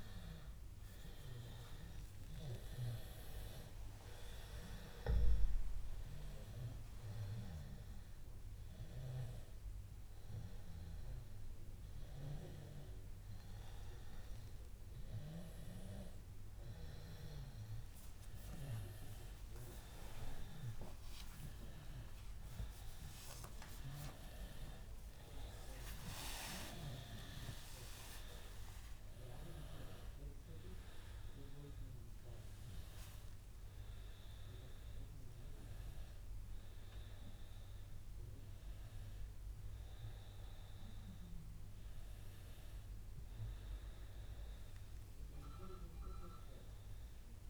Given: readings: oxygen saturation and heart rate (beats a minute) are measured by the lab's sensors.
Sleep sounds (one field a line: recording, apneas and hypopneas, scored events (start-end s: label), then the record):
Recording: a person awake in a sleep study, by a room microphone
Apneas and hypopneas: none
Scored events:
38.00-47.50 s: new sleep stage, N1 (lightest sleep)
From the record:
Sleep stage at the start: awake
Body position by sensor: on the back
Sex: male